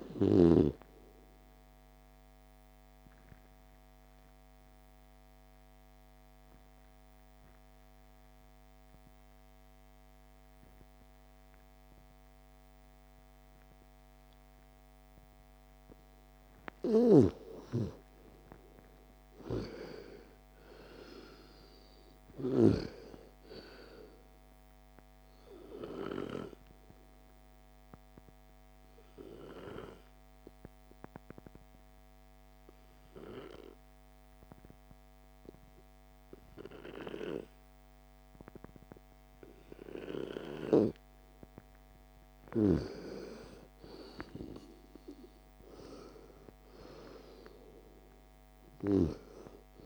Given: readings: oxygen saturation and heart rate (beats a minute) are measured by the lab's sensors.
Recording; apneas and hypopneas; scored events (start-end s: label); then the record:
breathing in sleep by a microphone on the trachea; 2
2.00-17.00 s: oxygen desaturation (device-marked, oxygen 98% before, 90% lowest)
2.50-16.00 s: obstructive apnea (oxygen 99% before, 87% lowest)
17.00-23.00 s: snoring (device-marked)
17.50-21.00 s: arousal
22.00-44.00 s: oxygen desaturation (device-marked, oxygen 98% before, 87% lowest)
24.50-41.50 s: obstructive apnea (oxygen 98% before, 87% lowest, heart rate 46 before, 28 extreme, up 33 after)
42.50-46.00 s: arousal
From the record:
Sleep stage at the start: N2 (light sleep); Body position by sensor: on the left side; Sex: female